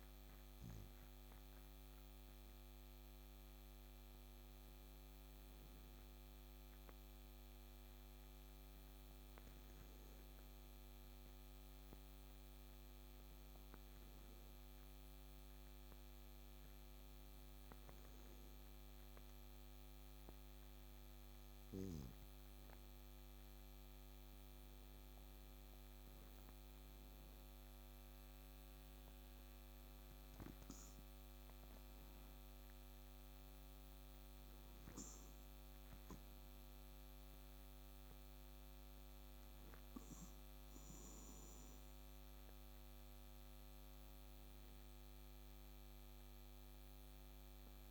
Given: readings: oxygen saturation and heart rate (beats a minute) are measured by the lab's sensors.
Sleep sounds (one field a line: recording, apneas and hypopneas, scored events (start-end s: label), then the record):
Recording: breathing in sleep, hard to hear, by a microphone on the trachea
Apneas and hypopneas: none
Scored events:
7.00-47.90 s: new sleep stage, N2 (light sleep)
37.50-43.50 s: arousal
From the record:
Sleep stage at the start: N1 (lightest sleep)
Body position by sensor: on the back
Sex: male